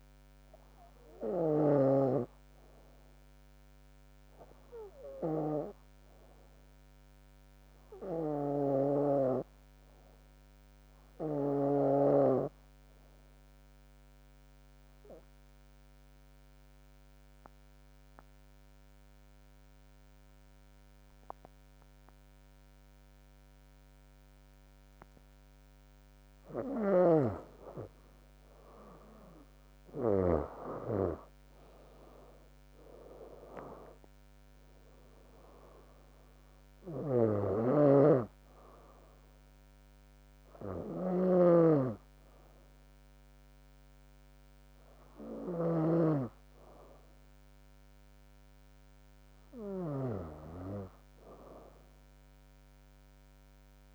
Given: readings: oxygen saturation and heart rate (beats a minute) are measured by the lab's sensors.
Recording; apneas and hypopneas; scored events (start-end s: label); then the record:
breathing in sleep by a microphone on the trachea; 1
0.00-3.00 s: arousal
13.00-26.50 s: obstructive apnea (oxygen 97% before, 89% lowest, heart rate 67 before, 63 extreme, up 16 after)
28.50-31.00 s: arousal
34.50-39.00 s: arousal
38.50-40.50 s: long interval between heartbeats (device-marked, heart rate 71 before, 91 extreme)
40.50-47.50 s: oxygen desaturation (device-marked, oxygen 96% before, 89% lowest, heart rate 74 before, 64 extreme)
From the record:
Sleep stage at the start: N2 (light sleep); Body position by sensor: on the back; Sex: female